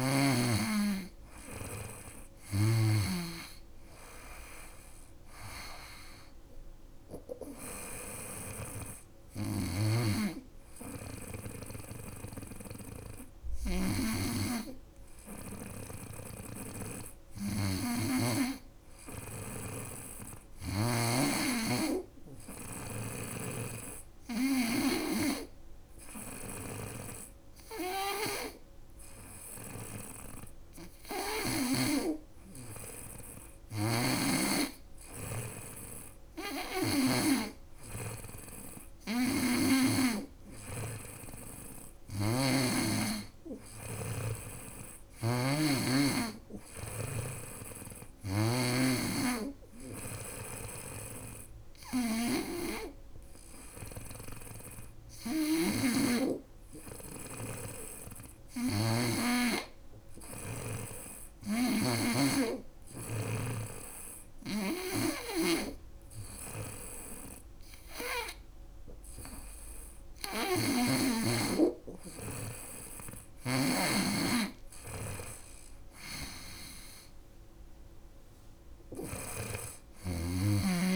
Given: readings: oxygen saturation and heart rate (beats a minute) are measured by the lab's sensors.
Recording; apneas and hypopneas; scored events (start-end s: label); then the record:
breathing in sleep by a room microphone; 2
0.00-8.00 s: snoring (device-marked)
12.50-17.50 s: snoring (device-marked)
20.00-31.00 s: hypopnea (oxygen 96% before, 96% lowest, heart rate 81 before, 76 extreme, up 1 after)
22.00-30.50 s: snoring (device-marked)
32.50-36.50 s: snoring (device-marked)
34.00-37.50 s: arousal
41.00-47.50 s: snoring (device-marked)
49.50-73.00 s: snoring (device-marked)
60.00-70.00 s: hypopnea (oxygen 96% before, 95% lowest, heart rate 79 before, 69 extreme, up 5 after)
75.00-80.96 s: snoring (device-marked)
76.50-80.96 s: arousal
From the record:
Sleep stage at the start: N2 (light sleep); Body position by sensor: on the right side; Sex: female